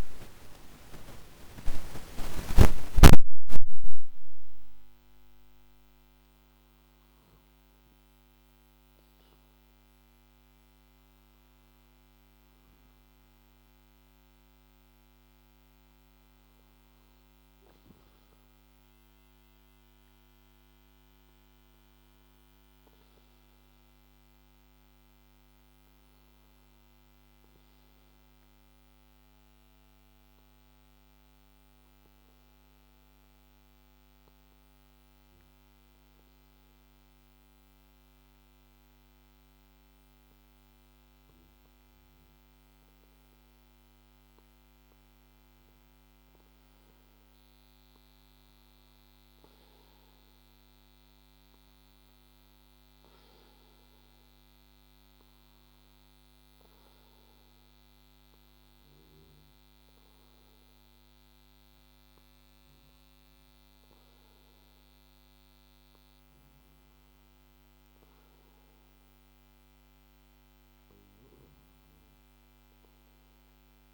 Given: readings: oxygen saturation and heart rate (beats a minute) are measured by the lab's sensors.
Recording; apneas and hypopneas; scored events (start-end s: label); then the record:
breathing in sleep, hard to hear, by a microphone on the trachea; 1
28.00-44.00 s: hypopnea (oxygen 96% before, 92% lowest, heart rate 56 before, 48 extreme, up 4 after)
47.50-52.00 s: arousal
58.00-69.00 s: oxygen desaturation (device-marked, oxygen 96% before, 92% lowest, heart rate 51 before, 50 extreme)
From the record:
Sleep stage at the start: N1 (lightest sleep); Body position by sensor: on the back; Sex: male